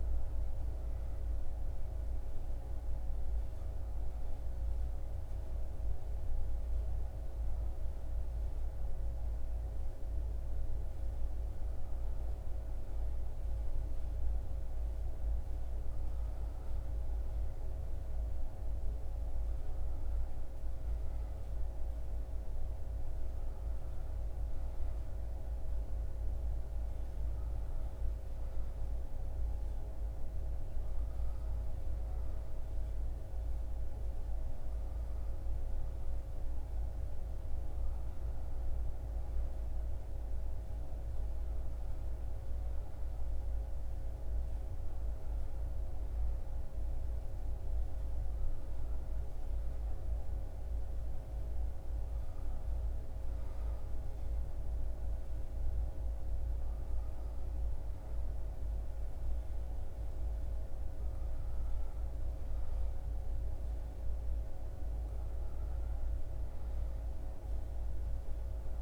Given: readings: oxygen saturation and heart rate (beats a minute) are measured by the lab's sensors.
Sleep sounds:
breathing in sleep, hard to hear, by a room microphone; 1
49.00-61.50 s: hypopnea (oxygen 96% before, 94% lowest, heart rate 75 before, 73 extreme, up 4 after)
65.00-68.82 s: arousal
From the record:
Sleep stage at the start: N2 (light sleep); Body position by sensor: on the back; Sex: male

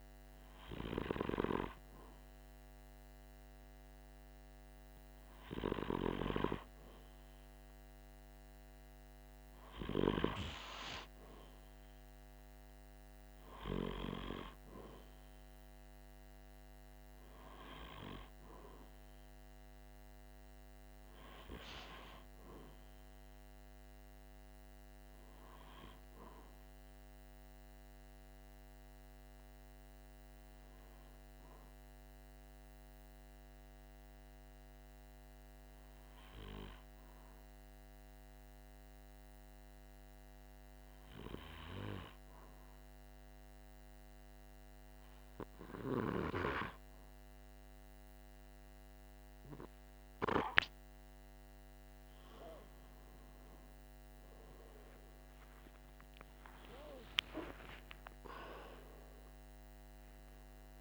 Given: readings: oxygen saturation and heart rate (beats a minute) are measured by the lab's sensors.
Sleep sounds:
breathing in sleep by a microphone on the trachea; 1
25.50-47.50 s: hypopnea (oxygen 97% before, 94% lowest, heart rate 47 before, 45 extreme, up 4 after)
52.00-56.00 s: arousal
From the record:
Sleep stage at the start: N2 (light sleep); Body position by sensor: on the back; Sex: male

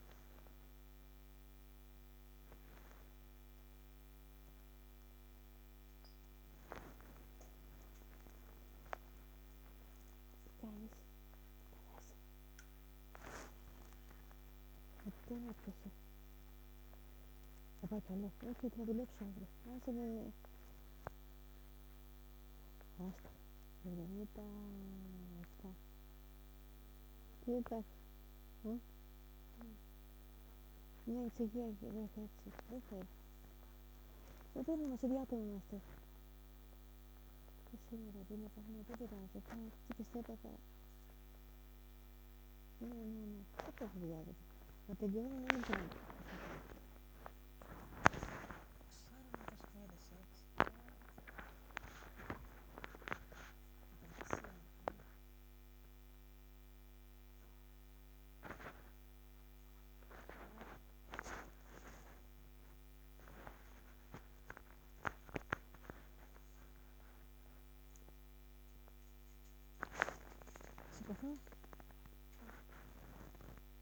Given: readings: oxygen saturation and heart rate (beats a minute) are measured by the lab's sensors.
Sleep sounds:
a person awake in a sleep study, by a microphone on the trachea; none
none scored
From the record:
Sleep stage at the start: awake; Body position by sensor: on the back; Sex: female

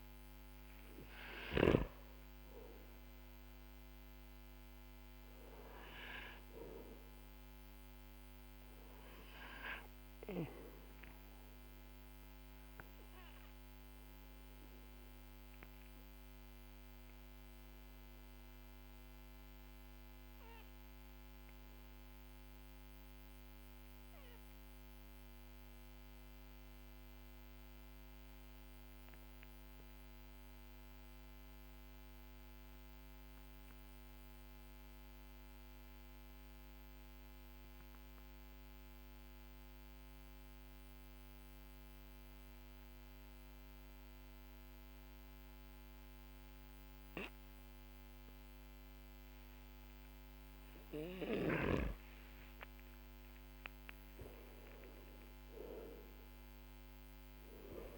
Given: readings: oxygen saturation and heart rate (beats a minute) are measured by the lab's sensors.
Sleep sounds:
breathing in sleep by a microphone on the trachea; 1
5.50-49.00 s: obstructive apnea (oxygen 99% before, 91% lowest, heart rate 58 before, 45 extreme, up 10 after)
8.00-33.00 s: oxygen desaturation (device-marked, oxygen 97% before, 94% lowest, heart rate 56 before, 45 extreme)
49.00-57.98 s: oxygen desaturation (device-marked, oxygen 99% before, 96% lowest, heart rate 52 before, 53 extreme)
51.00-56.00 s: arousal
From the record:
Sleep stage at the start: N2 (light sleep); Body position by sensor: on the back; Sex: male

